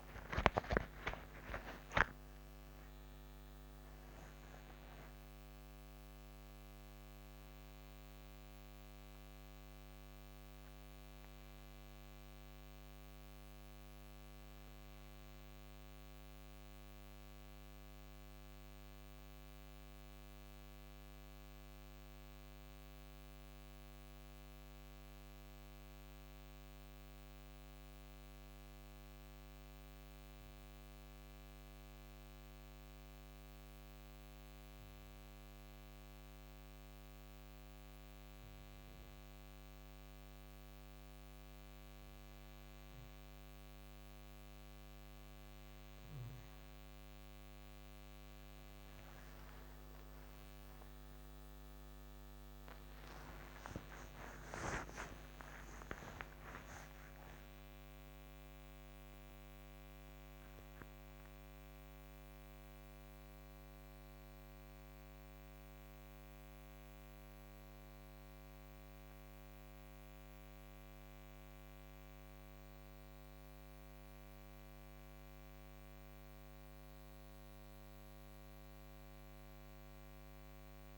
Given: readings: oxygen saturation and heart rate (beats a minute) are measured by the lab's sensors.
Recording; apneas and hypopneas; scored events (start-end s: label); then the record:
a person partly awake in a sleep study, hard to hear, by a microphone on the trachea; 1
1.00-8.00 s: snoring (device-marked)
14.50-80.97 s: new sleep stage, N2 (light sleep)
21.00-44.50 s: hypopnea (oxygen 98% before, 93% lowest, heart rate 86 before, 55 extreme, up 41 after)
26.50-31.00 s: snoring (device-marked)
41.50-74.50 s: oxygen desaturation (device-marked, oxygen 99% before, 93% lowest, heart rate 58 before, 58 extreme)
48.50-55.50 s: arousal
From the record:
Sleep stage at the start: awake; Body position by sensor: on the right side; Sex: male